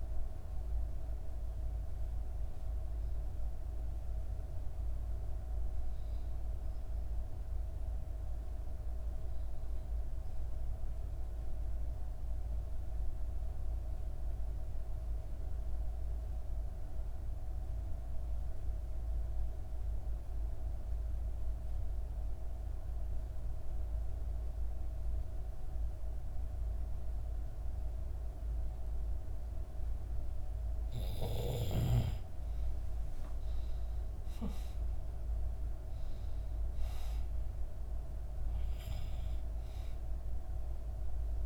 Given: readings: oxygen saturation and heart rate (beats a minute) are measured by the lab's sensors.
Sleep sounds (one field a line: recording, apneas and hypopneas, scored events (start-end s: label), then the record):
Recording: breathing in sleep, hard to hear, by a room microphone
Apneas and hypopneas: 1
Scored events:
10.00-30.00 s: obstructive apnea (oxygen 96% before, 91% lowest, heart rate 67 before, 62 extreme, up 6 after)
31.50-35.50 s: arousal
32.00-41.45 s: oxygen desaturation (device-marked, oxygen 98% before, 91% lowest, heart rate 64 before, 62 extreme)
From the record:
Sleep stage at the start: N2 (light sleep)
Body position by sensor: on the back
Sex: female